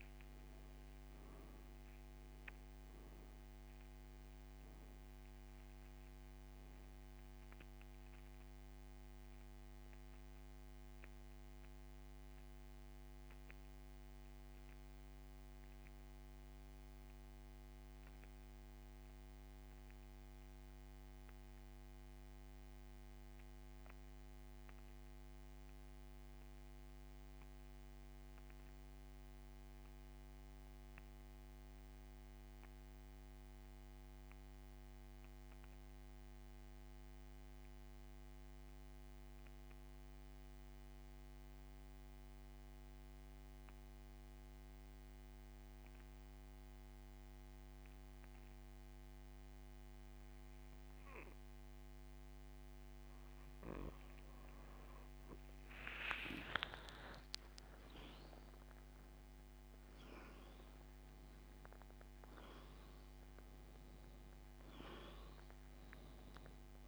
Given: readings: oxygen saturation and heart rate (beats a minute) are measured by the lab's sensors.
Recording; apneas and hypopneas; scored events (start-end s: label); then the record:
breathing in sleep, hard to hear, by a microphone on the trachea; 1
0.00-45.00 s: oxygen desaturation (device-marked, oxygen 96% before, 86% lowest, heart rate 87 before, 55 extreme)
9.00-52.00 s: central apnea (oxygen 97% before, 84% lowest, heart rate 84 before, 65 extreme, up 27 after)
55.50-59.50 s: arousal
58.00-66.88 s: oxygen desaturation (device-marked, oxygen 98% before, 93% lowest, heart rate 75 before, 46 extreme)
From the record:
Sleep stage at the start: N2 (light sleep); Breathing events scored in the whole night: 209 in 3.9 hours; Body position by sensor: on the back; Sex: male